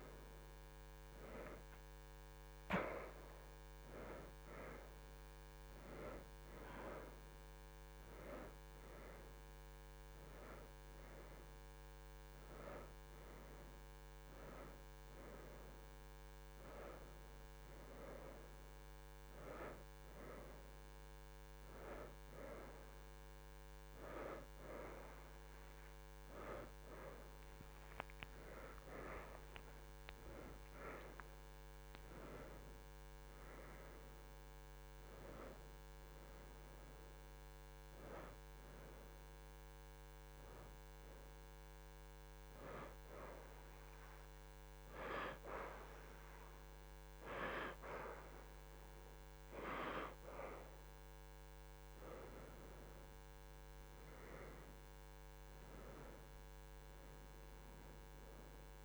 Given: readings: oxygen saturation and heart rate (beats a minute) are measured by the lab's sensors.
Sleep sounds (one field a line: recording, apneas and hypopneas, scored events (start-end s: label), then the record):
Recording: a person partly awake in a sleep study, by a microphone on the trachea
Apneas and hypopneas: none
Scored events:
13.50-58.85 s: new sleep stage, N1 (lightest sleep)
42.50-52.50 s: oxygen desaturation (device-marked, oxygen 86% before, 83% lowest, heart rate 84 before, 73 extreme)
54.50-58.00 s: arousal
From the record:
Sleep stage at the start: awake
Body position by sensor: on the back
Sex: female